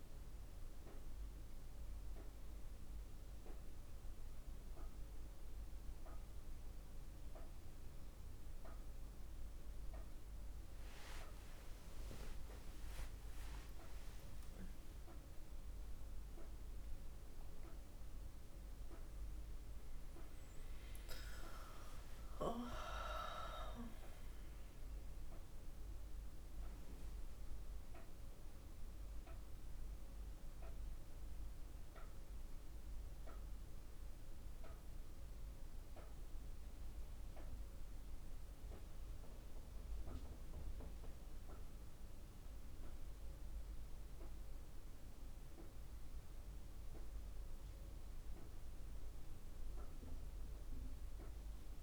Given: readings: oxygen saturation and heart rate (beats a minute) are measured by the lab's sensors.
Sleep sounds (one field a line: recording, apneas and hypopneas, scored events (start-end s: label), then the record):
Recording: breathing in sleep by a room microphone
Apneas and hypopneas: none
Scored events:
11.50-16.00 s: arousal
From the record:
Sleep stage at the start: N1 (lightest sleep)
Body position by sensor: on the back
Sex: female